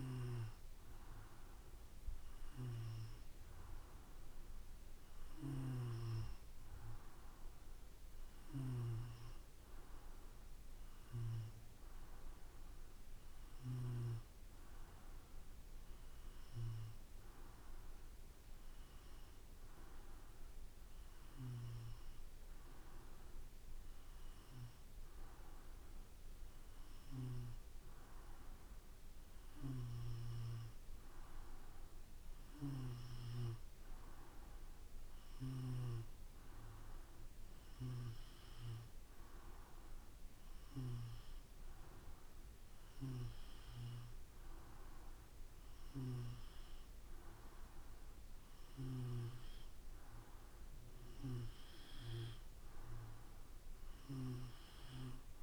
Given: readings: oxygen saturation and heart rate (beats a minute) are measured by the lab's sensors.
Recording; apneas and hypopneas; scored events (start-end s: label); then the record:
breathing in sleep by a room microphone; none
none scored
From the record:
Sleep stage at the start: N2 (light sleep); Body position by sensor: on the back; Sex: male